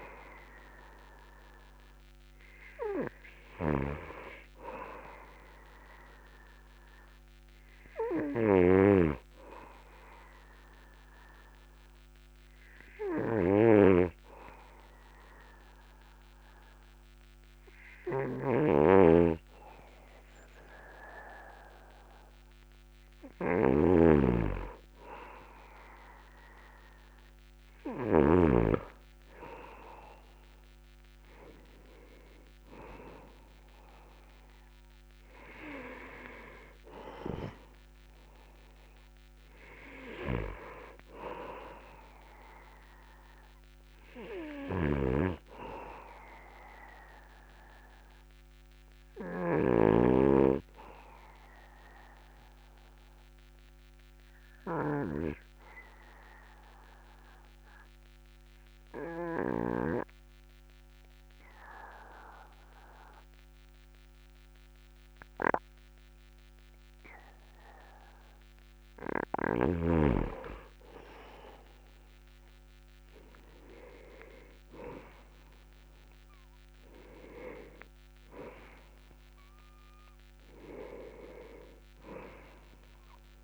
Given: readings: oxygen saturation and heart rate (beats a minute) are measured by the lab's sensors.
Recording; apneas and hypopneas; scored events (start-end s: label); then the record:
breathing in sleep by a microphone on the trachea; 2
11.50-24.00 s: hypopnea (oxygen 99% before, 96% lowest, heart rate 45 before, 39 extreme, up 11 after)
19.00-24.50 s: snoring (device-marked)
27.00-30.50 s: arousal
45.00-50.50 s: snoring (device-marked)
52.00-69.00 s: obstructive apnea (oxygen 98% before, 96% lowest, heart rate 48 before, 38 extreme, up 6 after)
71.50-75.00 s: arousal
From the record:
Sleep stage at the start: N2 (light sleep); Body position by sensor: on the back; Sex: male